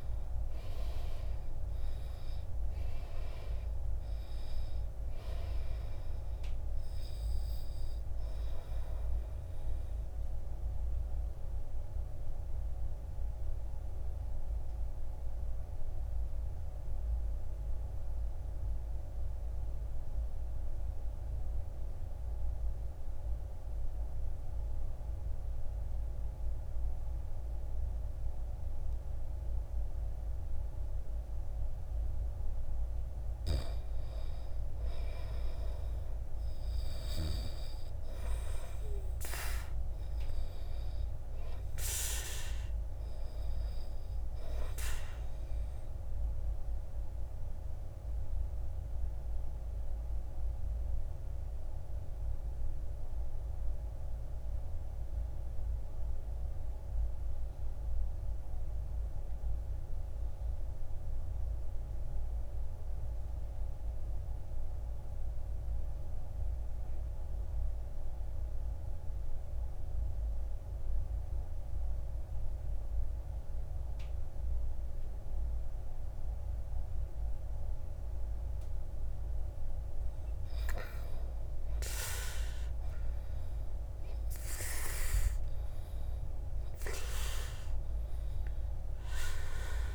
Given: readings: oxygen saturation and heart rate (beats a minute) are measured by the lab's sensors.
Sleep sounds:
breathing in sleep by a room microphone; 2
0.00-1.00 s: arousal
0.50-25.50 s: oxygen desaturation (device-marked, oxygen 97% before, 75% lowest, heart rate 63 before, 53 extreme)
10.50-32.00 s: obstructive apnea (oxygen 97% before, 75% lowest, heart rate 68 before, 54 extreme, up 9 after)
34.00-38.50 s: arousal
47.00-80.00 s: obstructive apnea (oxygen 99% before, 76% lowest, heart rate 63 before, 53 extreme, up 11 after)
47.50-67.50 s: oxygen desaturation (device-marked, oxygen 98% before, 84% lowest, heart rate 63 before, 53 extreme)
79.50-89.95 s: oxygen desaturation (device-marked, oxygen 98% before, 76% lowest, heart rate 59 before, 53 extreme)
81.00-85.50 s: arousal
From the record:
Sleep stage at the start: N2 (light sleep); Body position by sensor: on the back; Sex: male

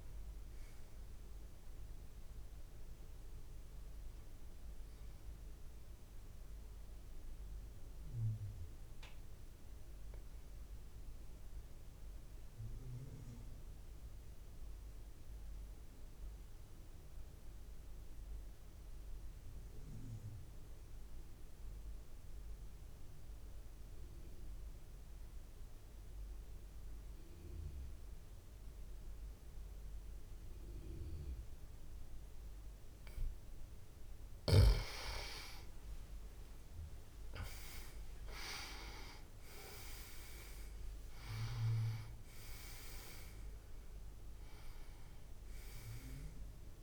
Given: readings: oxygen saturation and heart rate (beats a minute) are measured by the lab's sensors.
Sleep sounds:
breathing in sleep by a room microphone; 1
0.00-12.50 s: oxygen desaturation (device-marked, oxygen 89% lowest)
6.00-33.50 s: obstructive apnea (oxygen 97% before, 88% lowest)
29.50-46.83 s: oxygen desaturation (device-marked, oxygen 98% before, 88% lowest)
34.50-38.50 s: arousal
From the record:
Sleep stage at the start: N2 (light sleep); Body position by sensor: on the back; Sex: male

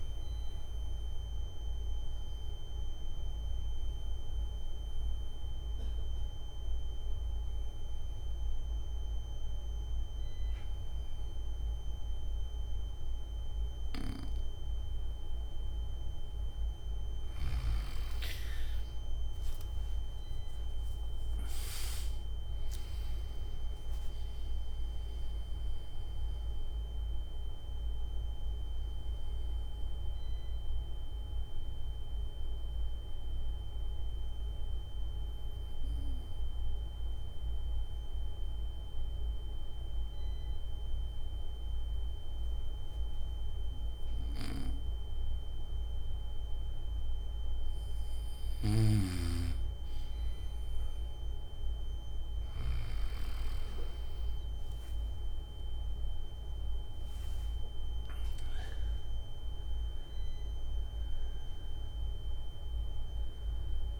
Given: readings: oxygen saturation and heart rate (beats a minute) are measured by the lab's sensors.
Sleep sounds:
breathing in sleep, hard to hear, by a room microphone; 2
0.00-11.00 s: oxygen desaturation (device-marked, oxygen 90% lowest, heart rate 61 extreme)
0.50-15.50 s: obstructive apnea (oxygen 97% before, 90% lowest, heart rate 65 before, 61 extreme)
31.00-45.00 s: oxygen desaturation (device-marked, oxygen 97% before, 92% lowest, heart rate 95 before, 60 extreme)
33.50-48.00 s: obstructive apnea (oxygen 98% before, 92% lowest, heart rate 98 before, 60 extreme)
48.50-52.50 s: snoring (device-marked)
58.00-64.00 s: oxygen desaturation (device-marked, oxygen 98% before, 93% lowest, heart rate 67 before, 60 extreme)
From the record:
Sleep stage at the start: N2 (light sleep); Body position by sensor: on the back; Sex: male

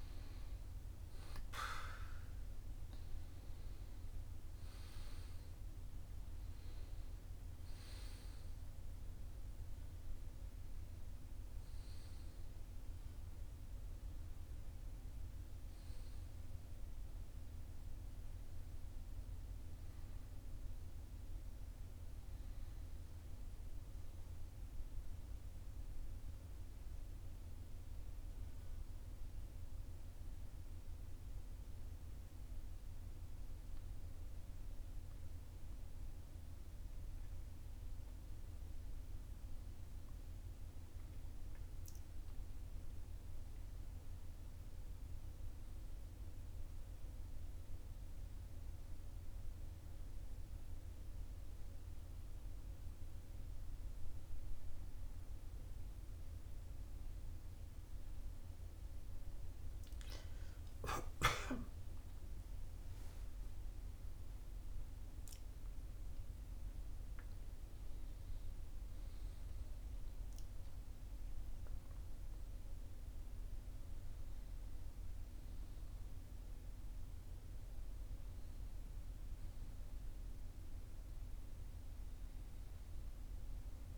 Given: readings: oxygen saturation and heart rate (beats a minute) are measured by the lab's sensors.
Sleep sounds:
breathing in sleep, hard to hear, by a room microphone; 2
0.00-28.00 s: oxygen desaturation (device-marked, oxygen 90% lowest, heart rate 42 extreme)
25.00-37.00 s: obstructive apnea (oxygen 94% before, 94% lowest, heart rate 44 before, 42 extreme, up 2 after)
38.00-41.50 s: arousal
48.00-59.50 s: obstructive apnea (oxygen 99% before, 96% lowest, heart rate 43 before, 42 extreme, up 3 after)
61.00-66.50 s: arousal
From the record:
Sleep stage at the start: N2 (light sleep); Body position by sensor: on the right side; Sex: male

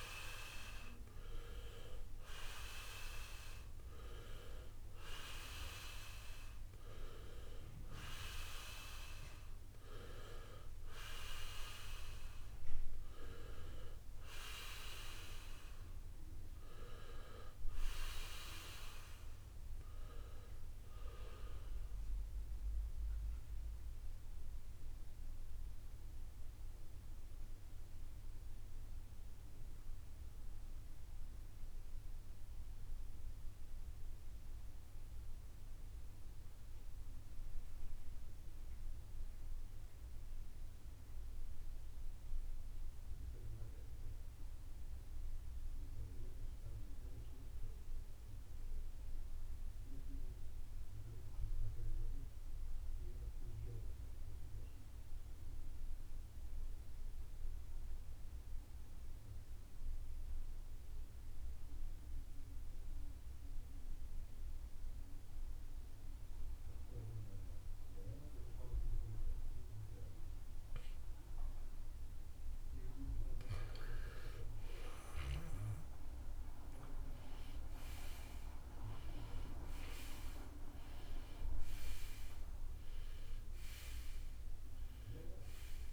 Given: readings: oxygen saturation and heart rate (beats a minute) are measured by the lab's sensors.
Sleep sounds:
breathing in sleep by a room microphone; 1
0.00-40.00 s: oxygen desaturation (device-marked, oxygen 78% lowest, heart rate 54 extreme)
22.00-73.00 s: mixed apnea (oxygen 91% before, 78% lowest, heart rate 83 before, 54 extreme, up 11 after)
23.00-83.00 s: new sleep stage, N2 (light sleep)
66.00-85.93 s: oxygen desaturation (device-marked, oxygen 98% before, 78% lowest, heart rate 63 before, 50 extreme)
74.50-78.50 s: arousal
83.00-85.93 s: new sleep stage, N1 (lightest sleep)
From the record:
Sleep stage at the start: N1 (lightest sleep); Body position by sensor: on the right side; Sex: male

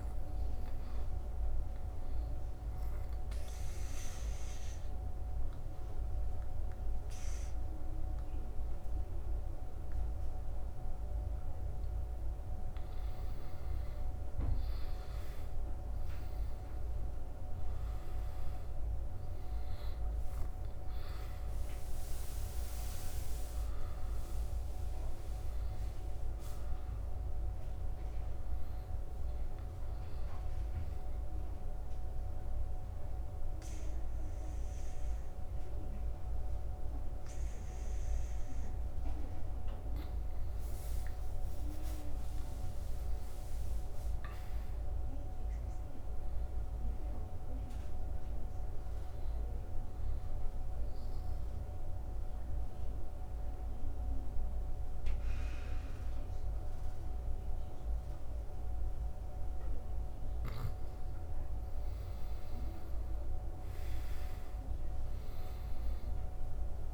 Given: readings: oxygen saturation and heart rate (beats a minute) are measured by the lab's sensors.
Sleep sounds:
breathing in sleep, hard to hear, by a room microphone; 3
2.00-13.00 s: obstructive apnea (oxygen 97% before, 87% lowest, heart rate 80 before, 79 extreme, up 2 after)
13.50-35.50 s: oxygen desaturation (device-marked, oxygen 95% before, 87% lowest, heart rate 80 before, 73 extreme)
14.50-18.00 s: arousal
29.50-40.50 s: obstructive apnea (oxygen 95% before, 86% lowest, heart rate 81 before, 73 extreme, up 6 after)
41.50-45.00 s: arousal
48.50-62.50 s: oxygen desaturation (device-marked, oxygen 97% before, 90% lowest, heart rate 83 before, 69 extreme)
50.00-61.50 s: obstructive apnea (oxygen 97% before, 86% lowest, heart rate 83 before, 69 extreme, up 9 after)
62.50-66.00 s: arousal
64.50-66.94 s: oxygen desaturation (device-marked, oxygen 96% before, 86% lowest, heart rate 78 before, 69 extreme)
From the record:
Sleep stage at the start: N2 (light sleep); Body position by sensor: on the back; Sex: male

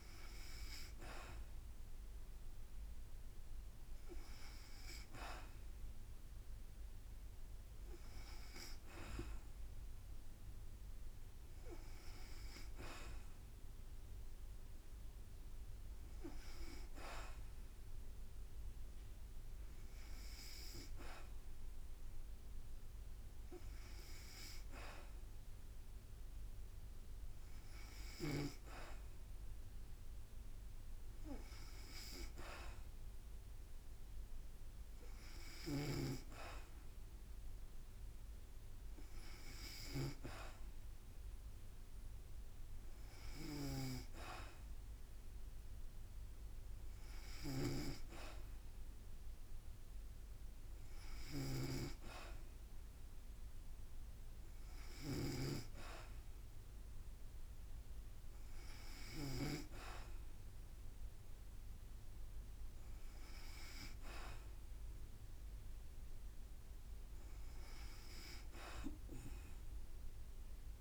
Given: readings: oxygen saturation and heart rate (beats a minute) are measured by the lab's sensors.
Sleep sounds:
breathing in sleep by a room microphone; none
35.00-55.00 s: snoring (device-marked)
From the record:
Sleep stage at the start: N2 (light sleep); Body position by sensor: on the back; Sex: female

